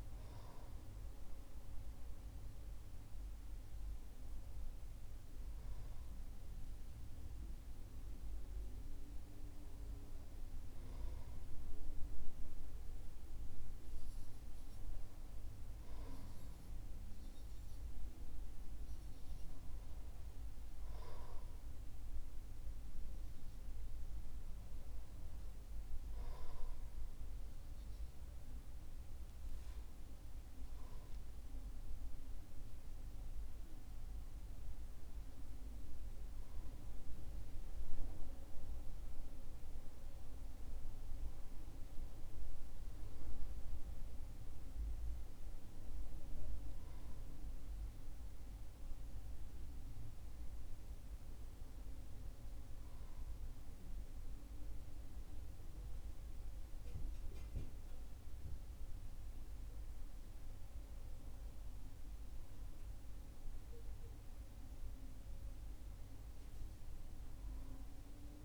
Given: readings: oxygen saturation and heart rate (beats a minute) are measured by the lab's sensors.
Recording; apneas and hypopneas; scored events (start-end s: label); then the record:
breathing in sleep, hard to hear, by a room microphone; none
none scored
From the record:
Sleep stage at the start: N2 (light sleep); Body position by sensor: on the right side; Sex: male